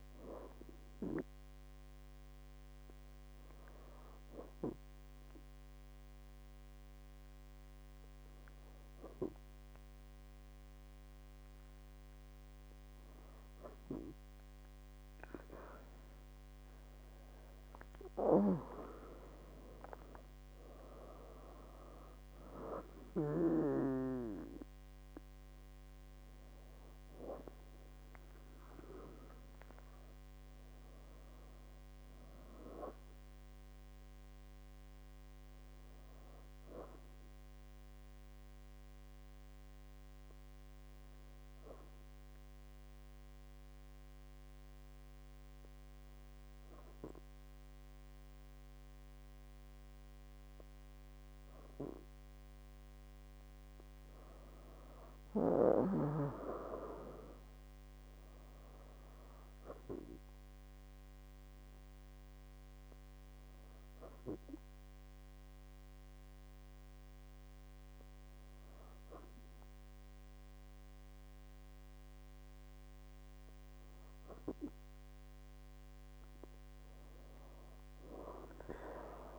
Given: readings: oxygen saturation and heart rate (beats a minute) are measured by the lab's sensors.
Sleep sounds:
breathing in sleep by a microphone on the trachea; 3
1.00-13.50 s: hypopnea (oxygen 99% before, 96% lowest, heart rate 62 before, 59 extreme, up 12 after)
16.00-20.50 s: arousal
38.00-53.00 s: hypopnea (oxygen 97% before, 97% lowest, heart rate 68 before, 58 extreme, up 10 after)
55.00-58.00 s: arousal
63.00-75.00 s: hypopnea (oxygen 99% before, 97% lowest, heart rate 65 before, 57 extreme, up 12 after)
77.00-79.39 s: arousal
From the record:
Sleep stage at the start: N2 (light sleep); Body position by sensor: on the back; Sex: female

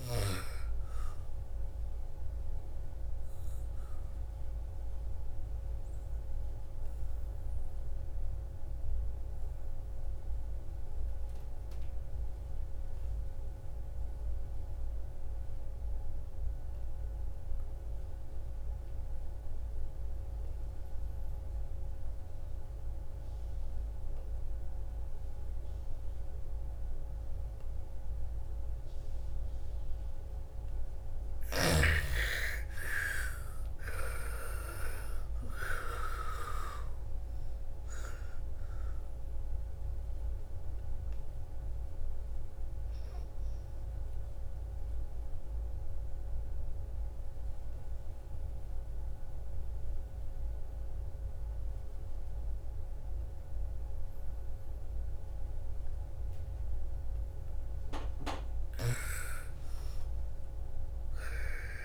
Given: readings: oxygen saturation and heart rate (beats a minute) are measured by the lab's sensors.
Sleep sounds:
breathing in sleep by a room microphone; 2
0.00-14.00 s: oxygen desaturation (device-marked, oxygen 81% lowest, heart rate 55 extreme)
2.00-30.00 s: obstructive apnea (oxygen 99% before, 77% lowest, heart rate 63 before, 54 extreme, up 17 after)
27.00-56.00 s: oxygen desaturation (device-marked, oxygen 99% before, 77% lowest, heart rate 58 before, 53 extreme)
32.50-37.50 s: arousal
44.00-57.50 s: mixed apnea (oxygen 99% before, 77% lowest, heart rate 66 before, 53 extreme, up 15 after)
59.00-61.84 s: arousal
From the record:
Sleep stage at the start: N2 (light sleep); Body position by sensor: on the back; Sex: female

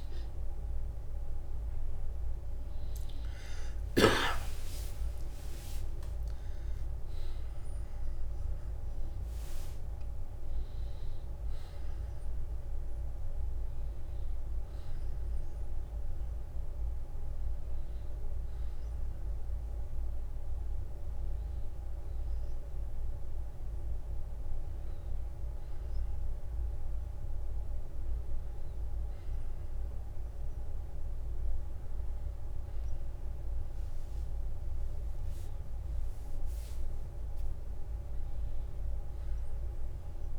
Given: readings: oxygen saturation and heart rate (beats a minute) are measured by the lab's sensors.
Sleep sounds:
breathing in sleep, hard to hear, by a room microphone; none
0.00-1.00 s: arousal
3.50-40.39 s: new sleep stage, N1 (lightest sleep)
From the record:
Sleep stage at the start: N2 (light sleep); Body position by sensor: on the back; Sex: male

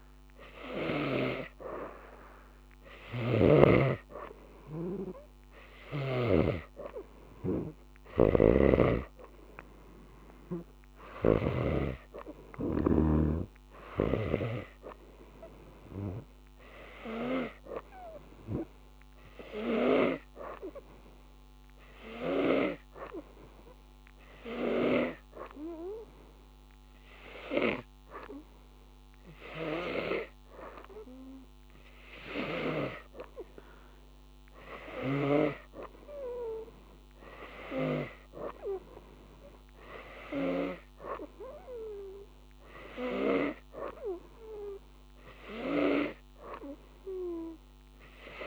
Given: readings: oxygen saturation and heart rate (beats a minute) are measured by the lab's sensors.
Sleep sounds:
breathing in sleep by a microphone on the trachea; none
0.00-10.50 s: oxygen desaturation (device-marked, oxygen 89% lowest, heart rate 90 extreme)
3.00-6.50 s: snoring (device-marked)
11.00-14.50 s: snoring (device-marked)
39.50-48.47 s: oxygen desaturation (device-marked, oxygen 94% before, 89% lowest, heart rate 91 before, 90 extreme)
From the record:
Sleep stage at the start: N2 (light sleep); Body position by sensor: on the right side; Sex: female

